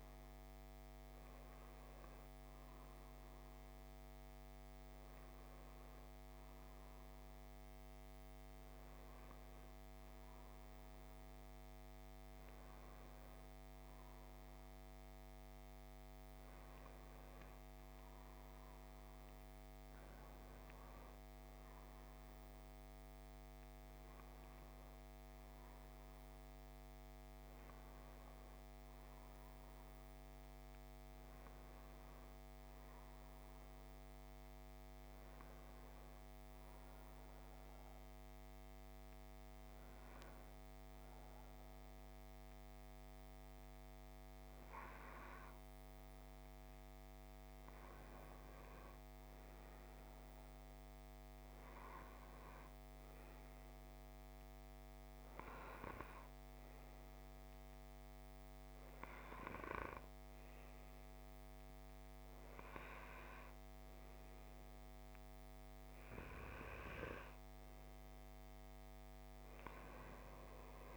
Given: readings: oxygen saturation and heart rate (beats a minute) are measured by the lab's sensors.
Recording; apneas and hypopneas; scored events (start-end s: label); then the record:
a person awake in a sleep study, hard to hear, by a microphone on the trachea; none
42.50-70.97 s: new sleep stage, N2 (light sleep)
From the record:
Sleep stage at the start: awake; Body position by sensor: on the left side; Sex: male